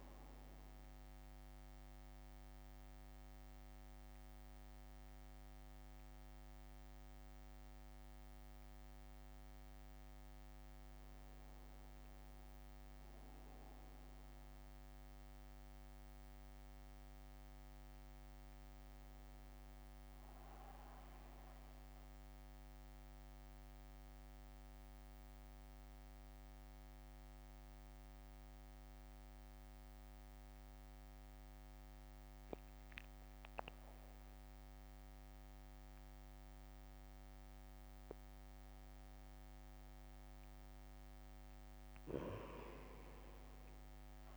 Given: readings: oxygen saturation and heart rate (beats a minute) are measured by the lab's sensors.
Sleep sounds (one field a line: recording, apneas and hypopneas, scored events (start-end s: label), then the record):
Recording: breathing in sleep, hard to hear, by a microphone on the trachea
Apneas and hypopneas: 1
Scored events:
0.00-4.50 s: drop in pulse transit time (device-marked, heart rate 65 extreme)
15.00-19.00 s: arousal
19.50-21.50 s: long interval between heartbeats (device-marked, heart rate 63 before, 65 extreme)
22.50-40.00 s: central apnea (oxygen 99% before, 87% lowest, heart rate 63 before, 55 extreme, up 5 after)
41.50-44.37 s: oxygen desaturation (device-marked, oxygen 97% before, 90% lowest, heart rate 63 before, 55 extreme)
43.00-44.37 s: arousal
From the record:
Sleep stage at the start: N2 (light sleep)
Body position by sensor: on the right side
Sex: male